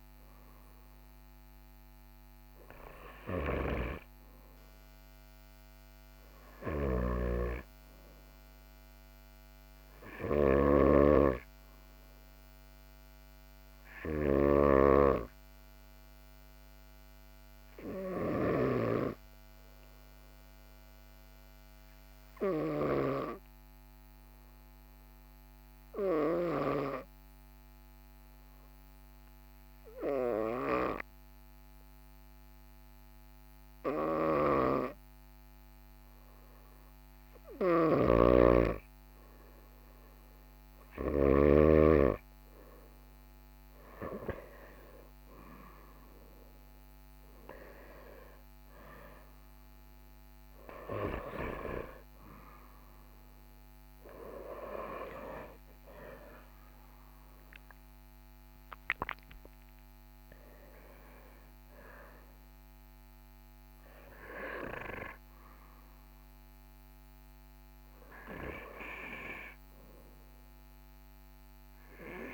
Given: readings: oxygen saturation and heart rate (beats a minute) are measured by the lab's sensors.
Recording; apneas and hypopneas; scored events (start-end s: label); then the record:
breathing in sleep by a microphone on the trachea; 1
0.00-5.50 s: oxygen desaturation (device-marked, oxygen 95% lowest, heart rate 43 extreme)
6.50-15.00 s: snoring (device-marked)
14.00-37.00 s: obstructive apnea (oxygen 98% before, 93% lowest, heart rate 44 before, 43 extreme, up 2 after)
37.50-41.50 s: snoring (device-marked)
44.50-72.33 s: oxygen desaturation (device-marked, oxygen 97% before, 93% lowest, heart rate 44 before, 42 extreme)
56.00-60.00 s: arousal
From the record:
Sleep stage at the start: N2 (light sleep); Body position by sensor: on the right side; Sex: male